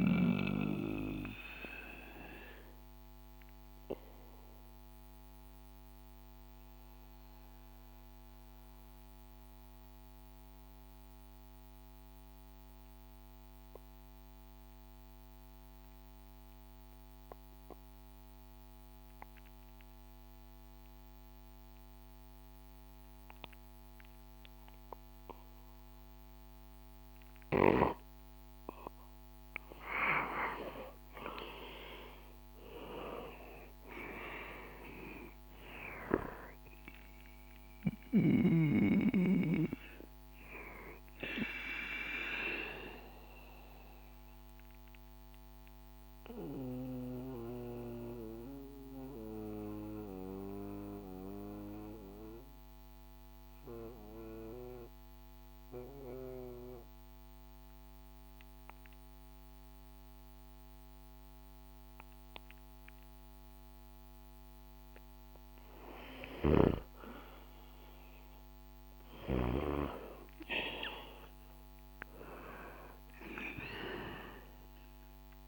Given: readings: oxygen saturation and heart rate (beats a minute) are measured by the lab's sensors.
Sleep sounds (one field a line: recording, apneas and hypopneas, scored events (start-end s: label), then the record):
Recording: breathing in sleep by a microphone on the trachea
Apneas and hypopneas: 2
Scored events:
1.00-28.00 s: mixed apnea (oxygen 98% before, 91% lowest, heart rate 66 before, 62 extreme, up 8 after)
29.00-33.00 s: arousal
31.50-57.50 s: oxygen desaturation (device-marked, oxygen 98% before, 91% lowest, heart rate 65 before, 62 extreme)
42.00-64.50 s: mixed apnea (oxygen 98% before, 91% lowest, heart rate 67 before, 62 extreme, up 8 after)
67.50-73.00 s: arousal
73.50-75.48 s: oxygen desaturation (device-marked, oxygen 97% before, 93% lowest, heart rate 66 before, 63 extreme)
From the record:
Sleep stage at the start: N2 (light sleep)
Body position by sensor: on the back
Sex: male